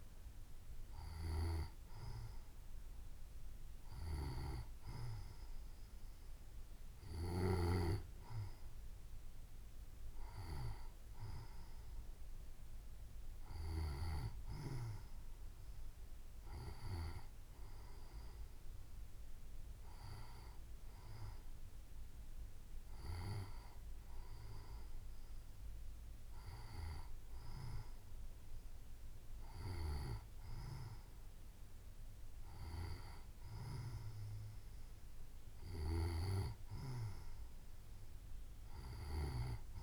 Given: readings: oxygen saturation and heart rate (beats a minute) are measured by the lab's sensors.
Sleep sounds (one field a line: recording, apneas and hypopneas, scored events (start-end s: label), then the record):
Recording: breathing in sleep by a room microphone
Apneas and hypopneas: none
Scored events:
none scored
From the record:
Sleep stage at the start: N2 (light sleep)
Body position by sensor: on the right side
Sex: female